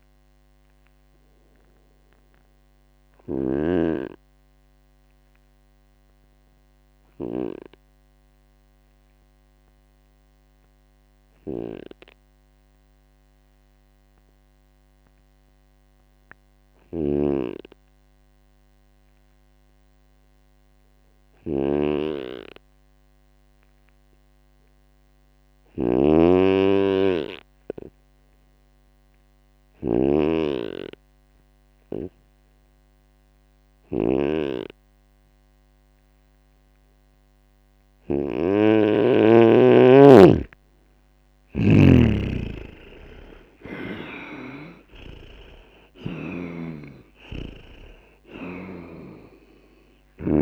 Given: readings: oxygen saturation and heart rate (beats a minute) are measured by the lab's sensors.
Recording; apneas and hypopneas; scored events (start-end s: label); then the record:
breathing in sleep by a microphone on the trachea; 1
0.00-7.50 s: snoring (device-marked)
1.00-38.50 s: obstructive apnea (oxygen 99% before, 91% lowest, heart rate 68 before, 57 extreme, up 18 after)
16.50-45.00 s: snoring (device-marked)
41.50-44.50 s: arousal
47.00-50.42 s: snoring (device-marked)
From the record:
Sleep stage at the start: N2 (light sleep); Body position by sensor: on the right side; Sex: male